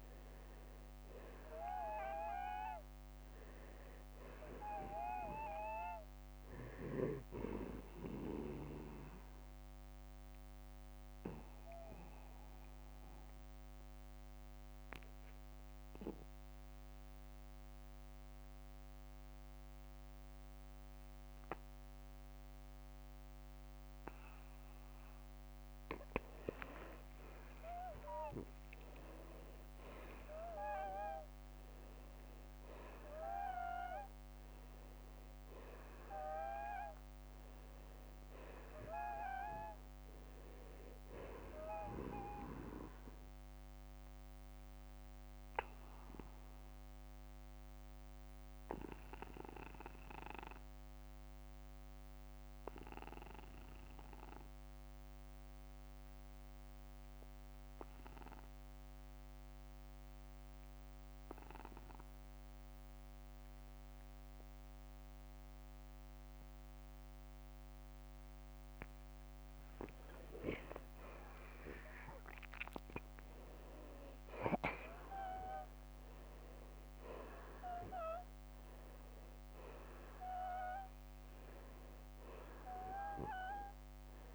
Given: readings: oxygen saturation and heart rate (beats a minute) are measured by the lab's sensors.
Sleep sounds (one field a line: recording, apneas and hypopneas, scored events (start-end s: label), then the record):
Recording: breathing in sleep by a microphone on the trachea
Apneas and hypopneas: 2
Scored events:
8.00-24.00 s: obstructive apnea (oxygen 94% before, 85% lowest, heart rate 63 before, 50 extreme, up 7 after)
10.00-26.00 s: oxygen desaturation (device-marked, oxygen 92% before, 85% lowest, heart rate 63 before, 50 extreme)
27.00-32.00 s: arousal
30.50-32.50 s: long interval between heartbeats (device-marked, heart rate 56 before, 61 extreme)
35.00-37.00 s: long interval between heartbeats (device-marked, heart rate 58 before, 54 extreme)
43.00-68.00 s: obstructive apnea (oxygen 95% before, 85% lowest, heart rate 56 before, 38 extreme, up 23 after)
50.00-66.00 s: oxygen desaturation (device-marked, oxygen 94% before, 87% lowest, heart rate 56 before, 38 extreme)
59.50-61.50 s: long interval between heartbeats (device-marked, heart rate 56 before, 47 extreme)
65.50-67.50 s: long interval between heartbeats (device-marked, heart rate 53 before, 49 extreme)
70.00-74.00 s: arousal
74.00-76.00 s: long interval between heartbeats (device-marked, heart rate 51 before, 61 extreme)
From the record:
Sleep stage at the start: N2 (light sleep)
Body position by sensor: on the back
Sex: male